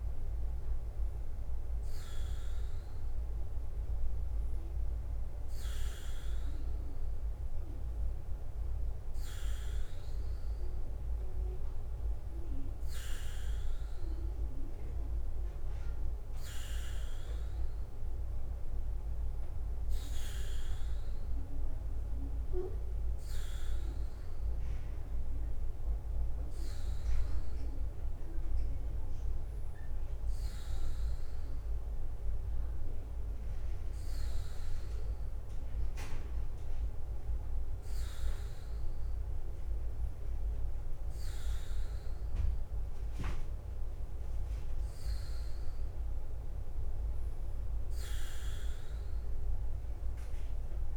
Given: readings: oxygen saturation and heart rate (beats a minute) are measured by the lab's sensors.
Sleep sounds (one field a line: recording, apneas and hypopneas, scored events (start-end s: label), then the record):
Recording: breathing in sleep, hard to hear, by a room microphone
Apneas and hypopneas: none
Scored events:
0.00-50.97 s: bradycardia (device-marked, heart rate 44 extreme)
From the record:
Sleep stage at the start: N3 (deep sleep)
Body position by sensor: on the back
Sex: male